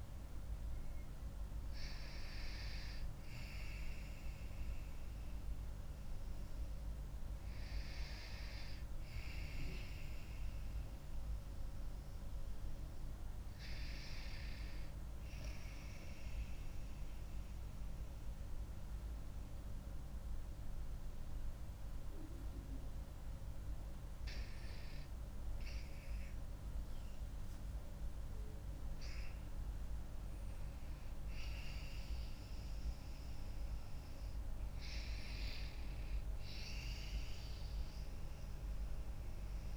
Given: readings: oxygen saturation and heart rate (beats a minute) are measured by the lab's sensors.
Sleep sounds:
breathing in sleep, hard to hear, by a room microphone; 1
15.50-25.50 s: obstructive apnea (oxygen 97% before, 95% lowest)
27.00-31.00 s: arousal
From the record:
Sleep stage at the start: REM sleep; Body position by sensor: on the back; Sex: female

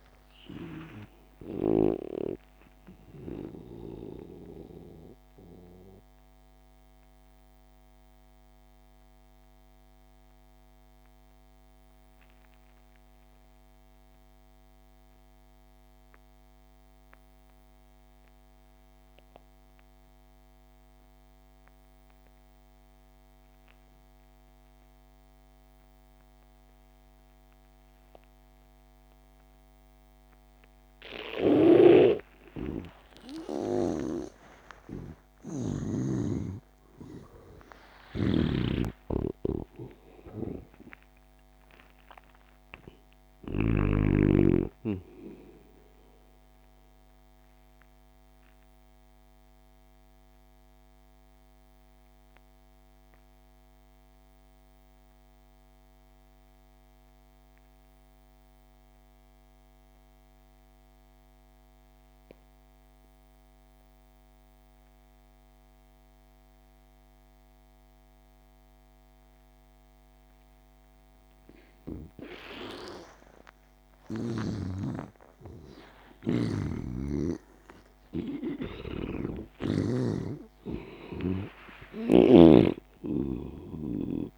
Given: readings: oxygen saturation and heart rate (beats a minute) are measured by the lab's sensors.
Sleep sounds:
breathing in sleep by a microphone on the trachea; 2
0.00-9.00 s: oxygen desaturation (device-marked, oxygen 83% lowest)
2.50-32.00 s: mixed apnea (oxygen 98% before, 79% lowest)
25.00-56.00 s: oxygen desaturation (device-marked, oxygen 98% before, 79% lowest)
31.50-36.00 s: snoring (device-marked)
34.00-38.50 s: arousal
38.00-44.00 s: snoring (device-marked)
47.50-71.00 s: obstructive apnea (oxygen 98% before, 79% lowest)
73.00-84.38 s: oxygen desaturation (device-marked, oxygen 97% before, 81% lowest)
74.50-81.00 s: arousal
76.50-80.00 s: snoring (device-marked)
From the record:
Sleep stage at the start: N2 (light sleep); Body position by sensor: on the back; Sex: male

